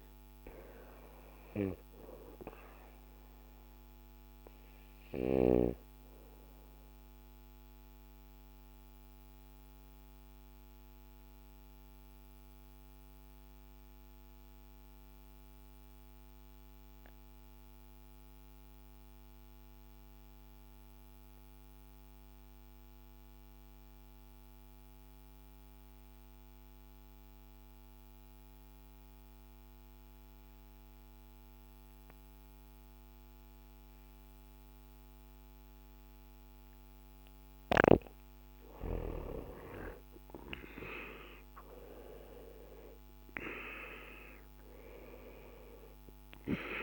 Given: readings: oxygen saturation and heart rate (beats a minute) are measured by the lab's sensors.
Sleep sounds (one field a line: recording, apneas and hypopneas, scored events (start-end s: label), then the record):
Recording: breathing in sleep by a microphone on the trachea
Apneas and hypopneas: 1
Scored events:
0.00-17.50 s: oxygen desaturation (device-marked, oxygen 87% lowest, heart rate 55 extreme)
3.50-37.00 s: obstructive apnea (oxygen 98% before, 85% lowest, heart rate 60 before, 55 extreme, up 8 after)
38.50-46.83 s: oxygen desaturation (device-marked, oxygen 97% before, 85% lowest, heart rate 57 before, 57 extreme)
39.50-43.00 s: arousal
From the record:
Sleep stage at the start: N2 (light sleep)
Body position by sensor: on the back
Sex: male